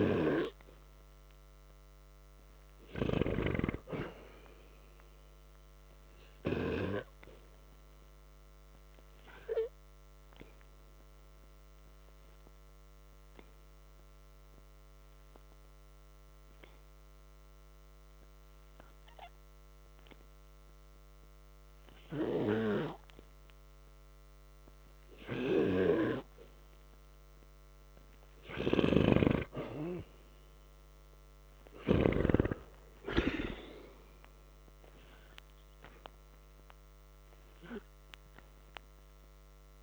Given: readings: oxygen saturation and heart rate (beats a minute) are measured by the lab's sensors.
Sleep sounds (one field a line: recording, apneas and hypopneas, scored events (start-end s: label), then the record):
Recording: breathing in sleep by a microphone on the trachea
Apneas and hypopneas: 1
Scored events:
0.00-4.50 s: oxygen desaturation (device-marked, oxygen 87% lowest, heart rate 53 extreme)
9.00-25.50 s: hypopnea (oxygen 97% before, 88% lowest, heart rate 56 before, 51 extreme)
15.50-30.50 s: oxygen desaturation (device-marked, oxygen 97% before, 88% lowest, heart rate 55 before, 51 extreme)
30.00-34.00 s: arousal
From the record:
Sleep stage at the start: N2 (light sleep)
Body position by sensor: on the back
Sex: male